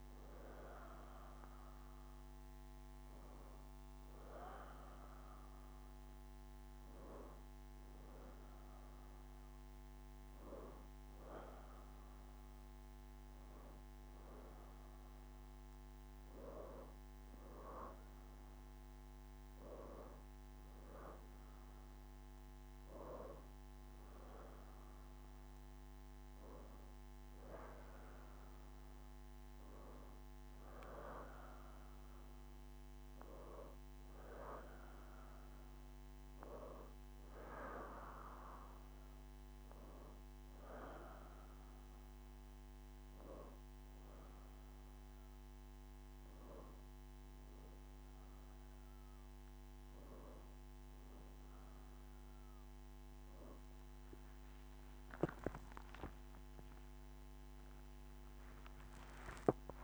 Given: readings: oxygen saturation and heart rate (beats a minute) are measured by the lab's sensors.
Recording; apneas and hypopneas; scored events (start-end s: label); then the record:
breathing in sleep by a microphone on the trachea; none
58.00-59.84 s: long interval between heartbeats (device-marked, heart rate 74 before, 90 extreme)
From the record:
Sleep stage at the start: N1 (lightest sleep); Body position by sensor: on the back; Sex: female